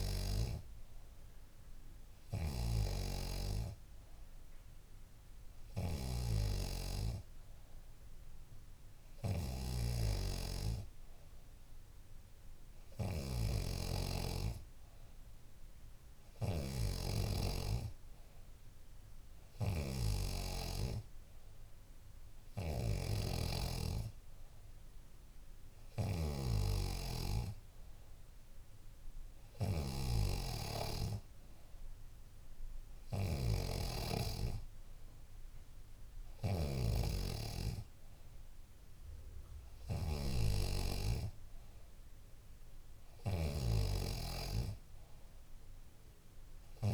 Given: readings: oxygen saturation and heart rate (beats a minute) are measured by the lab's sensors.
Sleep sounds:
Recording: breathing in sleep by a room microphone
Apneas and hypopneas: none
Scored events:
0.00-6.50 s: snoring (device-marked)
13.00-37.00 s: snoring (device-marked)
43.50-46.93 s: snoring (device-marked)
From the record:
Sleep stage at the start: N3 (deep sleep)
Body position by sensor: on the back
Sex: female

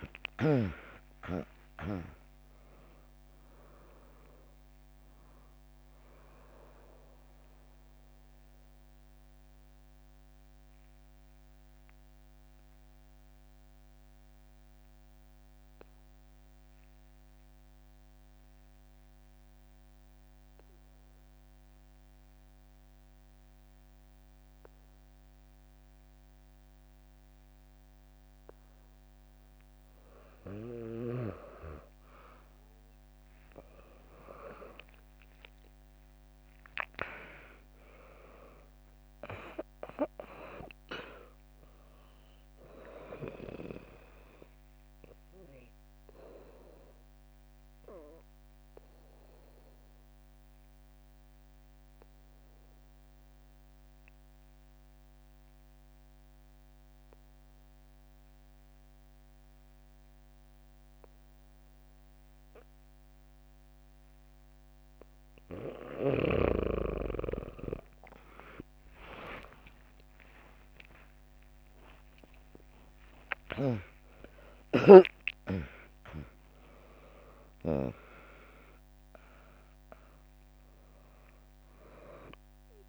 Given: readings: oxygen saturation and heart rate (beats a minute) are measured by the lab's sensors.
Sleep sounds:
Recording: breathing in sleep by a microphone on the trachea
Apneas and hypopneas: 2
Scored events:
0.00-2.00 s: arousal
0.00-10.50 s: drop in pulse transit time (device-marked, heart rate 60 extreme)
1.50-10.50 s: oxygen desaturation (device-marked, oxygen 99% before, 95% lowest, heart rate 66 before, 59 extreme)
6.50-28.50 s: obstructive apnea (oxygen 99% before, 95% lowest, heart rate 66 before, 59 extreme)
30.50-32.50 s: bradycardia (device-marked, heart rate 67 before, 60 extreme)
31.50-36.00 s: arousal
35.50-47.50 s: drop in pulse transit time (device-marked, heart rate 64 before, 60 extreme)
37.50-56.50 s: oxygen desaturation (device-marked, oxygen 100% before, 95% lowest, heart rate 63 before, 60 extreme)
45.00-65.50 s: obstructive apnea (oxygen 100% before, 95% lowest, heart rate 64 before, 60 extreme, up 3 after)
68.00-73.00 s: arousal
71.50-82.89 s: drop in pulse transit time (device-marked, heart rate 66 before, 62 extreme)
73.50-82.89 s: oxygen desaturation (device-marked, oxygen 99% before, 95% lowest, heart rate 65 before, 58 extreme)
From the record:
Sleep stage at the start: N2 (light sleep)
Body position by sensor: on the back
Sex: female

